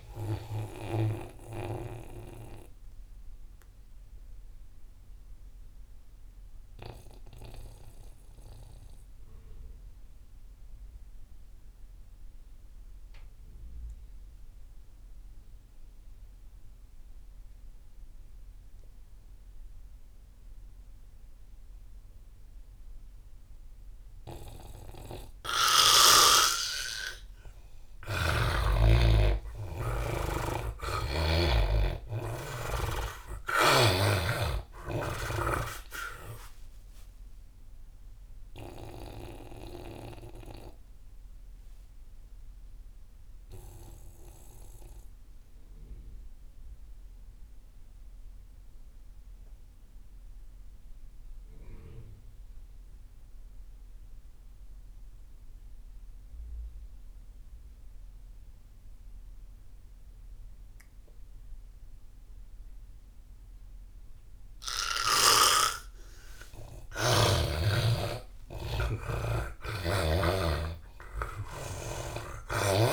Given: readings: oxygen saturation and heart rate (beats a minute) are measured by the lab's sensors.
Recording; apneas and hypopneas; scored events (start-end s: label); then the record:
breathing in sleep by a room microphone; 2
0.00-2.50 s: snoring (device-marked)
0.00-13.50 s: oxygen desaturation (device-marked, oxygen 79% lowest)
2.00-26.50 s: obstructive apnea (oxygen 99% before, 79% lowest)
27.50-52.50 s: oxygen desaturation (device-marked, oxygen 98% before, 81% lowest)
28.50-34.00 s: arousal
31.00-34.50 s: snoring (device-marked)
36.50-64.50 s: obstructive apnea (oxygen 99% before, 81% lowest)
66.50-70.00 s: arousal
66.50-72.93 s: oxygen desaturation (device-marked, oxygen 98% before, 83% lowest)
From the record:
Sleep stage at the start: N2 (light sleep); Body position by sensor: on the back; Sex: male